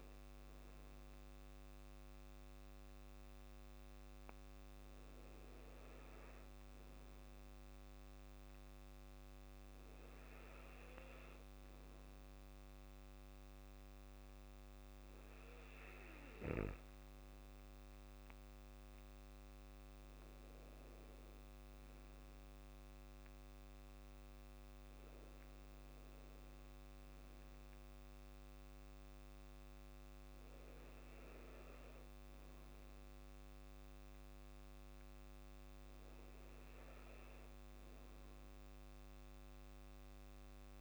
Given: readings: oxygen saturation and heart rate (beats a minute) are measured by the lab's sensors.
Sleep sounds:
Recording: breathing in sleep, hard to hear, by a microphone on the trachea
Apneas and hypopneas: none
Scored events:
none scored
From the record:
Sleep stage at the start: N2 (light sleep)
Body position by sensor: on the back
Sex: male

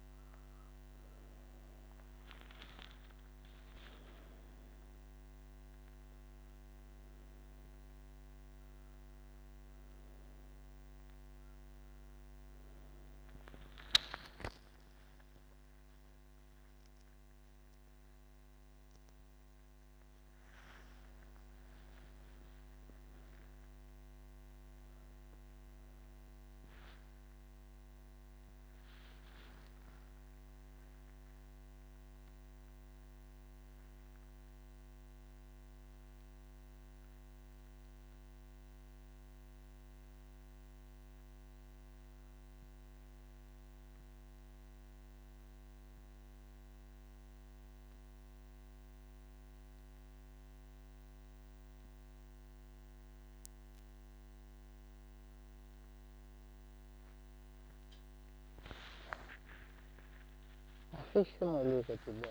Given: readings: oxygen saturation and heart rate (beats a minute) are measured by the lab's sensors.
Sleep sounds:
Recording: breathing in sleep by a microphone on the trachea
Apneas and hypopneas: 1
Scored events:
46.00-57.00 s: hypopnea (oxygen 98% before, 96% lowest)
From the record:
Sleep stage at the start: N1 (lightest sleep)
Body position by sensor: on the right side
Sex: female

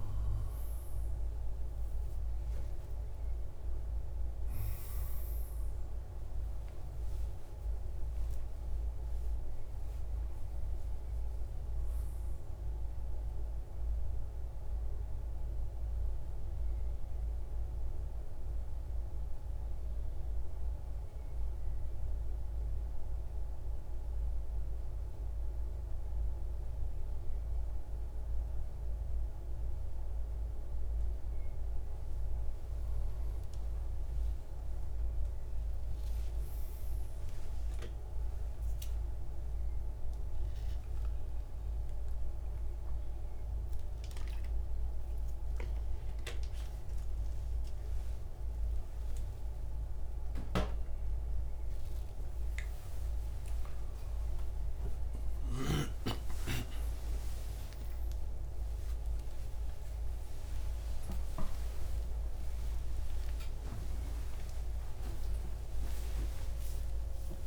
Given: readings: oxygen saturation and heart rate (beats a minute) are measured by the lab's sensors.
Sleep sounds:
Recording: a person awake in a sleep study, hard to hear, by a room microphone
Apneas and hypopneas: 1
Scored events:
15.00-29.00 s: hypopnea (oxygen 99% before, 96% lowest, heart rate 157 before, 57 extreme, up 46 after)
20.00-67.47 s: new sleep stage, awake
From the record:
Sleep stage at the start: N1 (lightest sleep)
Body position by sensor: on the right side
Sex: male

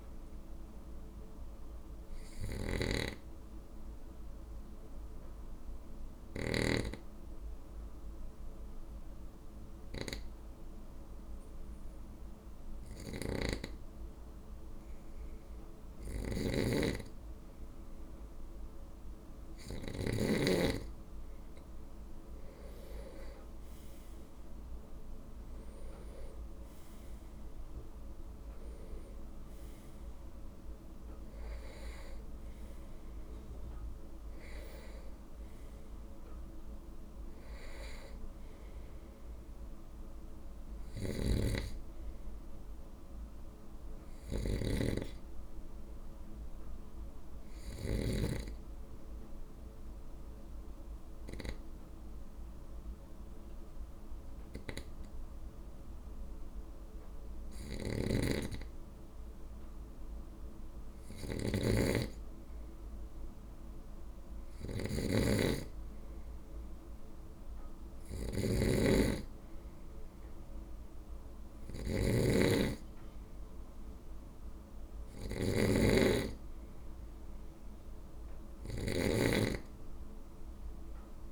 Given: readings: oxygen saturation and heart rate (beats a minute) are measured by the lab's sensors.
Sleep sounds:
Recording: breathing in sleep by a room microphone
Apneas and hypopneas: 2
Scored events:
0.00-1.00 s: arousal
0.00-6.50 s: snoring (device-marked)
2.50-15.00 s: obstructive apnea (oxygen 97% before, 96% lowest, heart rate 52 before, 52 extreme, up 3 after)
12.50-20.00 s: snoring (device-marked)
17.50-20.50 s: arousal
40.50-47.50 s: snoring (device-marked)
48.00-59.00 s: obstructive apnea (oxygen 97% before, 95% lowest, heart rate 54 before, 50 extreme, up 3 after)
57.00-81.32 s: snoring (device-marked)
61.00-64.50 s: arousal
From the record:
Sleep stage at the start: N2 (light sleep)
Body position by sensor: on the right side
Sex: male

